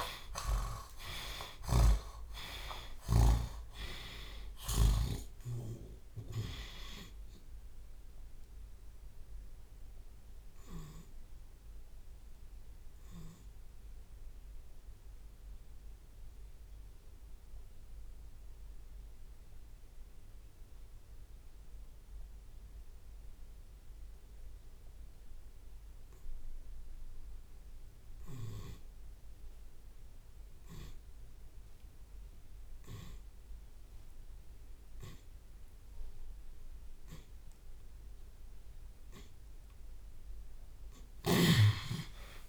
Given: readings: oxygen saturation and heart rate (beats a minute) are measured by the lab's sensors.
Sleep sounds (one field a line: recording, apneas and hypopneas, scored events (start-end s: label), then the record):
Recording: breathing in sleep by a room microphone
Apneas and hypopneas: 1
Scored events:
0.00-2.00 s: arousal
1.50-5.00 s: snoring (device-marked)
3.00-5.00 s: long interval between heartbeats (device-marked, heart rate 78 before, 40 extreme)
6.50-8.50 s: long interval between heartbeats (device-marked, heart rate 71 before, 42 extreme)
9.00-38.00 s: obstructive apnea (oxygen 97% before, 77% lowest)
18.50-31.50 s: oxygen desaturation (device-marked, oxygen 98% before, 81% lowest)
32.50-34.50 s: long interval between heartbeats (device-marked)
35.50-41.50 s: drop in pulse transit time (device-marked, heart rate 38 before, 39 extreme)
37.00-39.00 s: long interval between heartbeats (device-marked, heart rate 38 before, 46 extreme)
39.00-41.00 s: long interval between heartbeats (device-marked, heart rate 38 before, 48 extreme)
39.50-42.49 s: tachycardia (device-marked, heart rate 83 before, 108 extreme)
From the record:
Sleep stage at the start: N2 (light sleep)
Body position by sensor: on the back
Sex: male